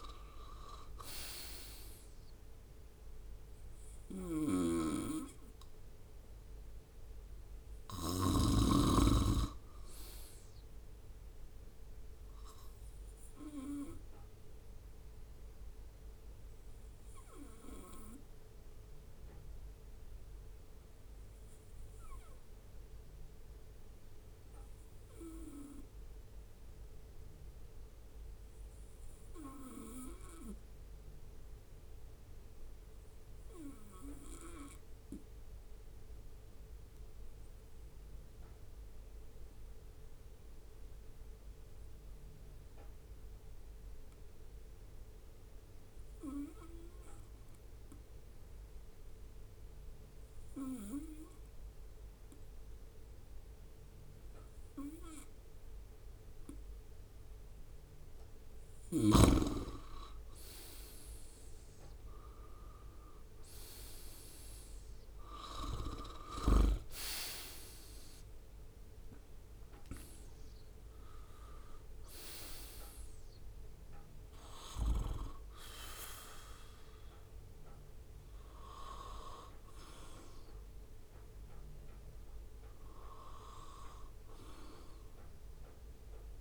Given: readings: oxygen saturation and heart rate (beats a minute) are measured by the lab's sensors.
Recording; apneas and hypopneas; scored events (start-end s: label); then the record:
breathing in sleep by a room microphone; 1
0.00-1.50 s: arousal
3.50-8.00 s: snoring (device-marked)
15.50-56.00 s: obstructive apnea (oxygen 98% before, 91% lowest, heart rate 67 before, 61 extreme, up 6 after)
17.50-28.50 s: oxygen desaturation (device-marked, oxygen 96% before, 93% lowest, heart rate 67 before, 64 extreme)
64.50-69.00 s: arousal
68.00-69.50 s: leg movement (device-marked)
From the record:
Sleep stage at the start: N2 (light sleep); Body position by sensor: on the right side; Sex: male